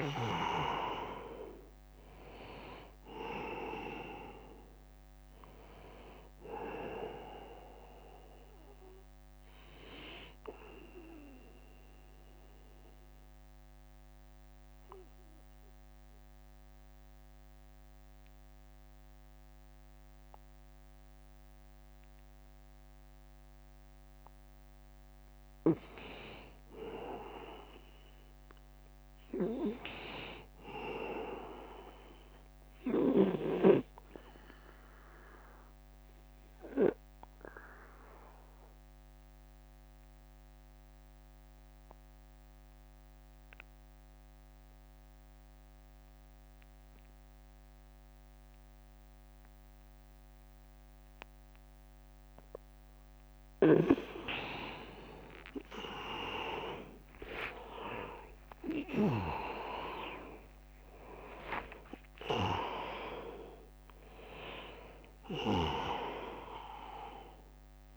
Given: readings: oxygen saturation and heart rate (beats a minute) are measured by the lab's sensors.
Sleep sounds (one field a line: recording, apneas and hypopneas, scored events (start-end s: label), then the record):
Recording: breathing in sleep by a microphone on the trachea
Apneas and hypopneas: 2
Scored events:
0.00-4.50 s: drop in pulse transit time (device-marked, heart rate 79 extreme)
0.00-18.50 s: oxygen desaturation (device-marked, oxygen 84% lowest, heart rate 71 extreme)
11.50-24.00 s: central apnea (oxygen 100% before, 84% lowest, heart rate 85 before, 71 extreme, up 6 after)
21.00-23.00 s: long interval between heartbeats (device-marked, heart rate 82 before, 79 extreme)
26.50-29.50 s: arousal
33.50-50.50 s: oxygen desaturation (device-marked, oxygen 100% before, 95% lowest, heart rate 77 before, 74 extreme)
34.50-53.00 s: obstructive apnea (oxygen 100% before, 87% lowest, heart rate 77 before, 74 extreme, up 12 after)
54.50-59.00 s: arousal
56.50-67.97 s: drop in pulse transit time (device-marked, heart rate 81 before, 81 extreme)
56.50-67.97 s: oxygen desaturation (device-marked, oxygen 98% before, 87% lowest, heart rate 81 before, 67 extreme)
From the record:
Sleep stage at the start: N2 (light sleep)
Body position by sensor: on the back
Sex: male